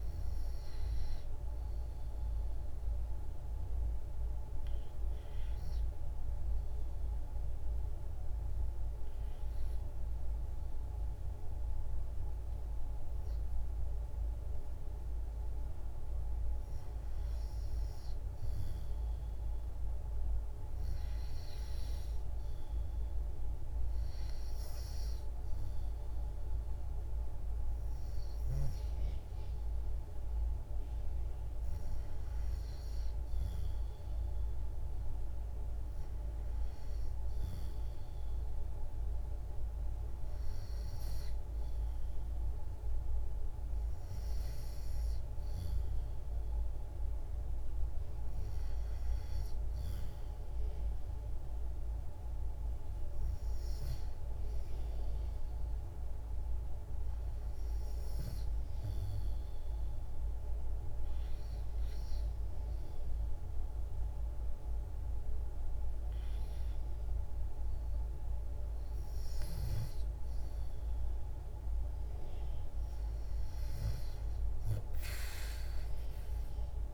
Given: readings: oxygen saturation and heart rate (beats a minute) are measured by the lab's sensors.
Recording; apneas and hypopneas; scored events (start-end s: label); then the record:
breathing in sleep, hard to hear, by a room microphone; 2
1.00-15.00 s: obstructive apnea (oxygen 94% before, 89% lowest, heart rate 65 before, 63 extreme, up 1 after)
17.50-21.00 s: arousal
19.00-34.00 s: oxygen desaturation (device-marked, oxygen 93% before, 89% lowest, heart rate 65 before, 65 extreme)
58.50-69.00 s: hypopnea (oxygen 93% before, 91% lowest, heart rate 68 before, 63 extreme, up 0 after)
73.50-76.94 s: arousal
From the record:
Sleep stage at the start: REM sleep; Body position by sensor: on the back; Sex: female